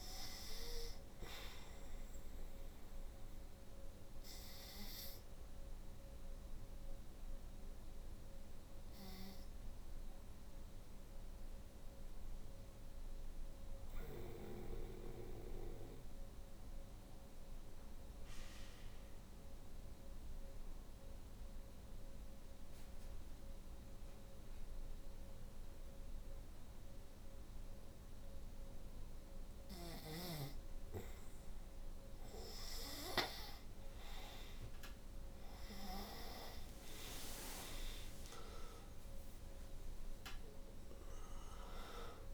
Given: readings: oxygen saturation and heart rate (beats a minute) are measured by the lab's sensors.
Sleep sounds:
breathing in sleep by a room microphone; 1
0.00-25.50 s: oxygen desaturation (device-marked, oxygen 84% lowest, heart rate 48 extreme)
4.00-29.50 s: obstructive apnea (oxygen 97% before, 84% lowest, heart rate 60 before, 49 extreme, up 6 after)
31.50-42.34 s: oxygen desaturation (device-marked, oxygen 97% before, 84% lowest, heart rate 57 before, 49 extreme)
34.50-40.00 s: arousal
From the record:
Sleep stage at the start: N2 (light sleep); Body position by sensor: on the back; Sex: female

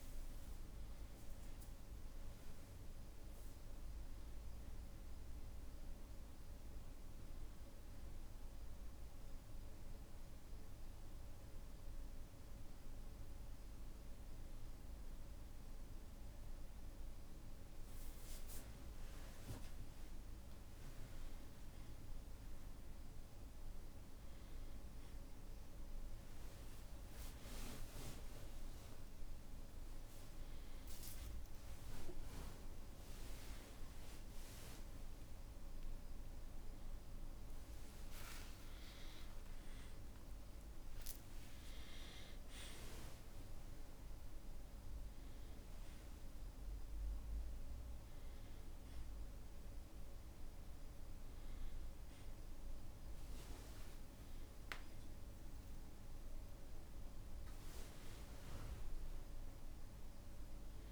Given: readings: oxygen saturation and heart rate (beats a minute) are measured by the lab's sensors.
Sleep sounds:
breathing in sleep, hard to hear, by a room microphone; 1
4.50-16.00 s: hypopnea (oxygen 99% before, 96% lowest, heart rate 60 before, 60 extreme, up 0 after)
18.00-22.00 s: arousal
44.00-48.00 s: arousal
From the record:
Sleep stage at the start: N1 (lightest sleep); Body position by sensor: on the back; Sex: male

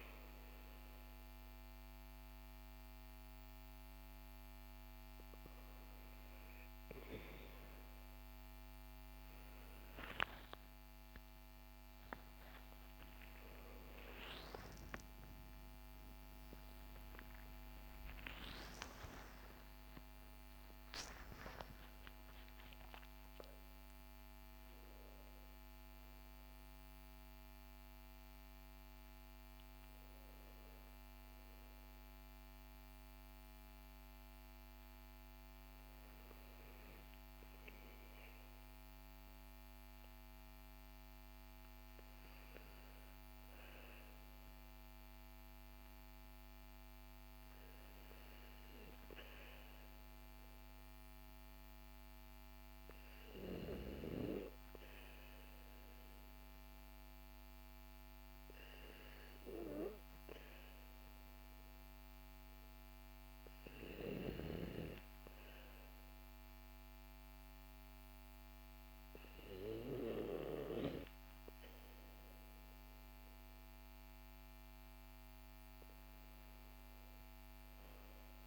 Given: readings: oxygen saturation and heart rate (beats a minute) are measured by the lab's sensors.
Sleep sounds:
breathing in sleep by a microphone on the trachea; none
12.50-19.50 s: arousal
From the record:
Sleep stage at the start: REM sleep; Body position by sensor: on the back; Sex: male

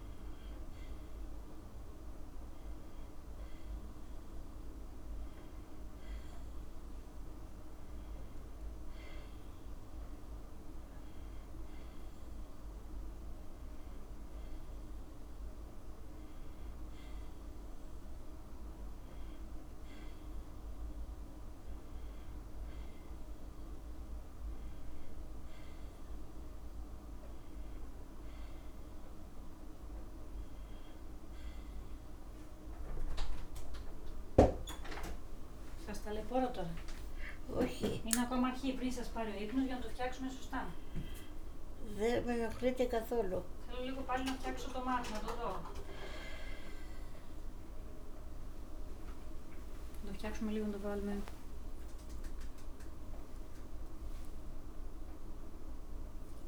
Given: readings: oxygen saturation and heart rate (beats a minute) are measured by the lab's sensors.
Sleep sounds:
a person awake in a sleep study, by a room microphone; none
none scored
From the record:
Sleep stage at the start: awake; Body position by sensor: on the back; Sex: female

